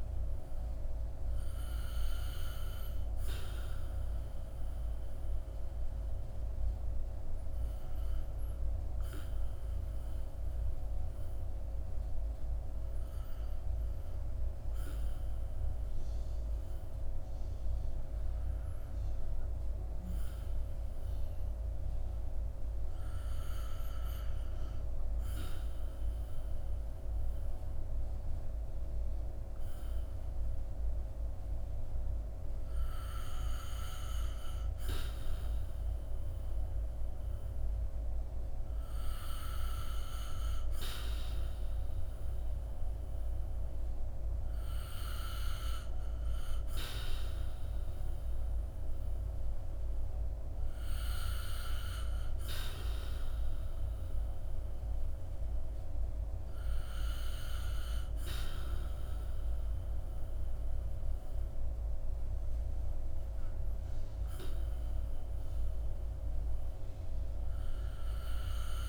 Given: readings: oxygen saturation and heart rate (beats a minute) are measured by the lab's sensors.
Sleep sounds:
breathing in sleep by a room microphone; 1
0.00-16.00 s: oxygen desaturation (device-marked, oxygen 85% lowest, heart rate 51 extreme)
3.00-32.50 s: obstructive apnea (oxygen 91% before, 84% lowest, heart rate 62 before, 51 extreme, up 7 after)
31.00-68.89 s: oxygen desaturation (device-marked, oxygen 94% before, 84% lowest, heart rate 56 before, 53 extreme)
34.50-38.00 s: arousal
From the record:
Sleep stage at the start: REM sleep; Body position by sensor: on the back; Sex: male

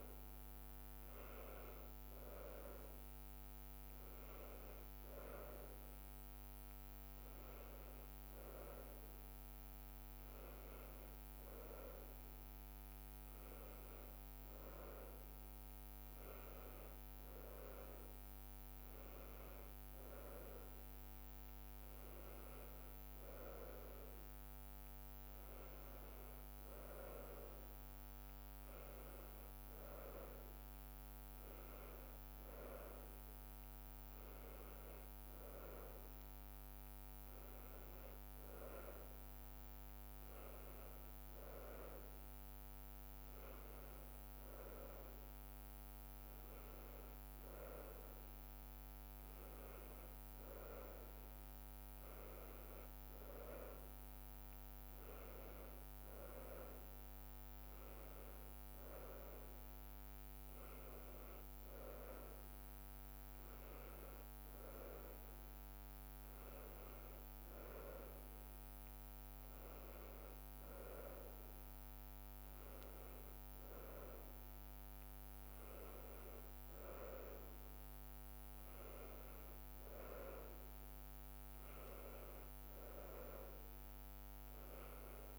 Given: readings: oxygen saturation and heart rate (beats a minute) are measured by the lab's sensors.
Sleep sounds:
breathing in sleep by a microphone on the trachea; none
48.00-85.38 s: new sleep stage, N2 (light sleep)
From the record:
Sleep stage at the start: N1 (lightest sleep); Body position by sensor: on the right side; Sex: female

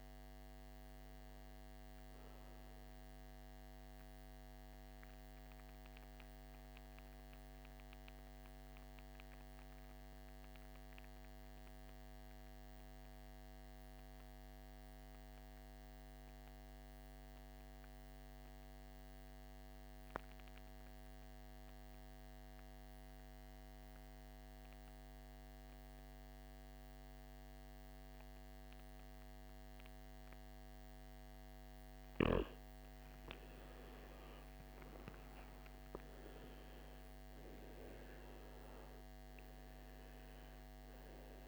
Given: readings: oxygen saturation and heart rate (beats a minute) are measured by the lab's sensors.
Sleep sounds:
breathing in sleep, hard to hear, by a microphone on the trachea; 1
0.00-9.50 s: oxygen desaturation (device-marked, oxygen 84% lowest, heart rate 52 extreme)
3.50-31.50 s: mixed apnea (oxygen 98% before, 84% lowest, heart rate 70 before, 52 extreme, up 12 after)
29.50-41.48 s: oxygen desaturation (device-marked, oxygen 99% before, 86% lowest, heart rate 55 before, 51 extreme)
35.50-40.50 s: arousal
From the record:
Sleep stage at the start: N2 (light sleep); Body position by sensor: on the back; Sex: male

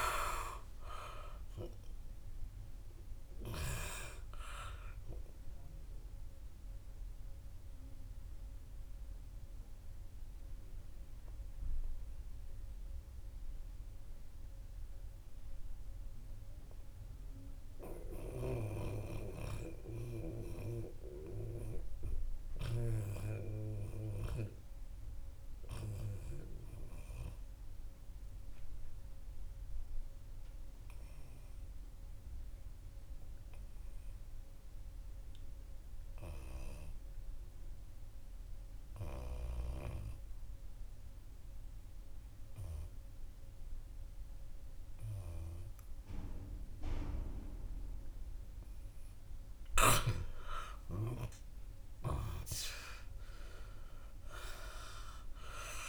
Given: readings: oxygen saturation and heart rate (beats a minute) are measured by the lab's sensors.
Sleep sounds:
breathing in sleep by a room microphone; 1
0.00-3.00 s: arousal
7.00-49.00 s: mixed apnea (oxygen 99% before, 86% lowest, heart rate 62 before, 57 extreme, up 12 after)
10.00-25.00 s: oxygen desaturation (device-marked, oxygen 99% before, 86% lowest, heart rate 65 before, 61 extreme)
51.00-54.50 s: arousal
From the record:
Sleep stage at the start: N2 (light sleep); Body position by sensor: on the right side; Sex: male

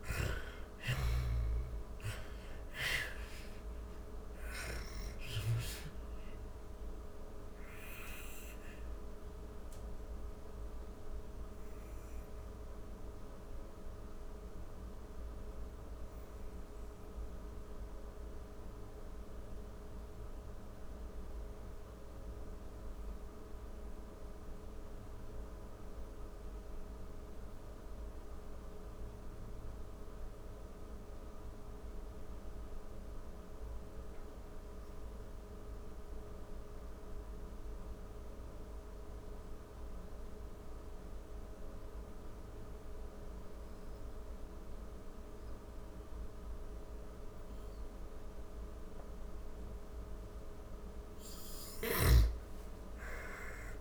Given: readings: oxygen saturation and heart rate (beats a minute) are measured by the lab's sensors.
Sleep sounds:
breathing in sleep by a room microphone; 1
0.00-26.00 s: oxygen desaturation (device-marked, oxygen 79% lowest, heart rate 39 extreme)
6.00-48.00 s: obstructive apnea (oxygen 98% before, 75% lowest, heart rate 70 before, 39 extreme)
41.00-53.81 s: oxygen desaturation (device-marked, oxygen 99% before, 75% lowest, heart rate 50 before, 43 extreme)
51.00-53.81 s: arousal
From the record:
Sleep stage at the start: N2 (light sleep); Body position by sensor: on the back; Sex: female

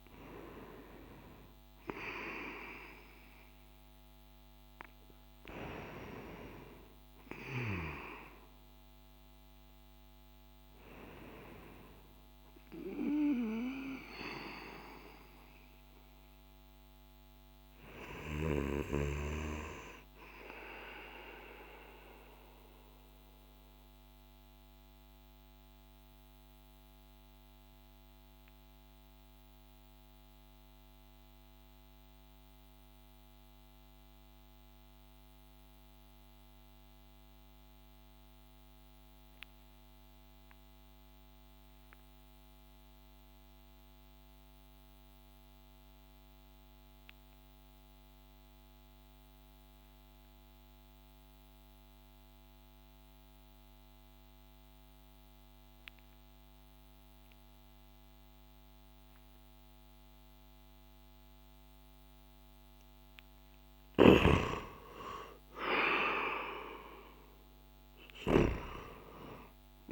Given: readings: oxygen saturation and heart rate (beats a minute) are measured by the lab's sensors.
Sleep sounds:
breathing in sleep by a microphone on the trachea; 1
0.00-10.50 s: oxygen desaturation (device-marked, oxygen 95% lowest)
12.50-30.50 s: oxygen desaturation (device-marked, oxygen 96% before, 91% lowest)
20.00-63.50 s: mixed apnea (oxygen 96% before, 89% lowest)
62.50-69.92 s: oxygen desaturation (device-marked, oxygen 97% before, 89% lowest)
64.50-69.00 s: arousal
From the record:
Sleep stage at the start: N2 (light sleep); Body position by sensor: on the back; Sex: male

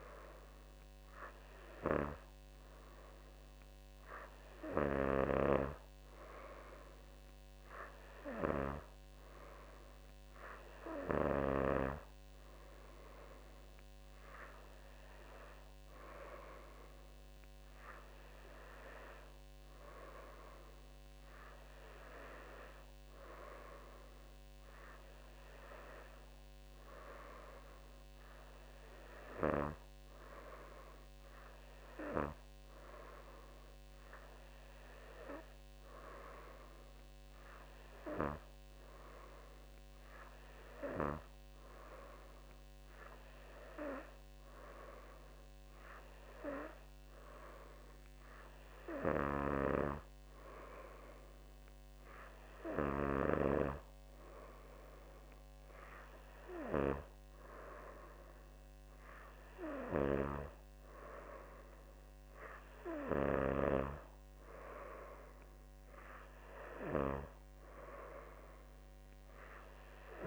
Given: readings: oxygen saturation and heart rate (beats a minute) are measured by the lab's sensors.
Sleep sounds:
breathing in sleep by a microphone on the trachea; none
none scored
From the record:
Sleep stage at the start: N2 (light sleep); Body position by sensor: on the back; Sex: female

